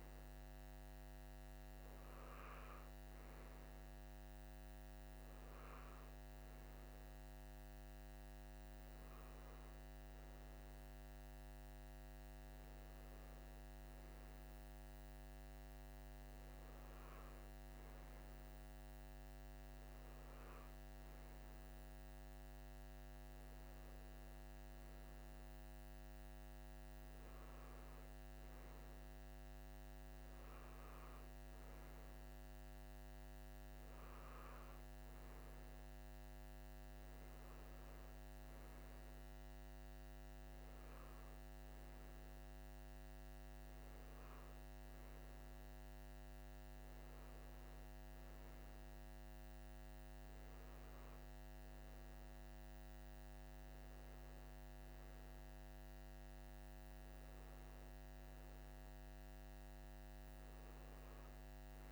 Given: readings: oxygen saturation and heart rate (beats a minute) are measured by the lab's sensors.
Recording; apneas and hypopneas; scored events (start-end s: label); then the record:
breathing in sleep, hard to hear, by a microphone on the trachea; none
none scored
From the record:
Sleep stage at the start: N2 (light sleep); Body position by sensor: on the right side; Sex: male